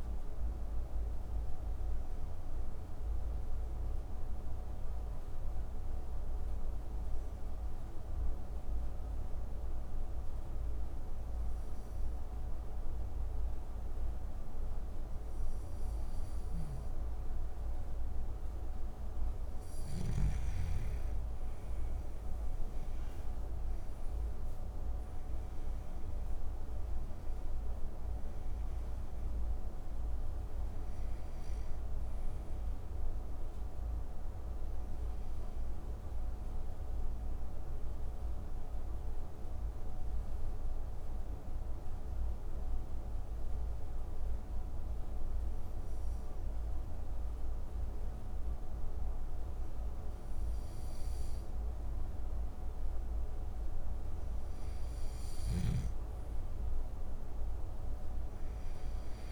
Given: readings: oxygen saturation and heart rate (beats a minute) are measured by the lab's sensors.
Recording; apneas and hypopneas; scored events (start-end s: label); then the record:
breathing in sleep, hard to hear, by a room microphone; 2
0.00-4.00 s: oxygen desaturation (device-marked, oxygen 92% lowest)
2.50-18.50 s: central apnea (oxygen 95% before, 91% lowest)
6.00-19.00 s: oxygen desaturation (device-marked, oxygen 94% before, 91% lowest)
21.00-26.00 s: arousal
36.50-51.50 s: mixed apnea (oxygen 96% before, 91% lowest)
37.00-49.00 s: oxygen desaturation (device-marked, oxygen 95% before, 91% lowest)
56.00-59.32 s: arousal
From the record:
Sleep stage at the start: N2 (light sleep); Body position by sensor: on the back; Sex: male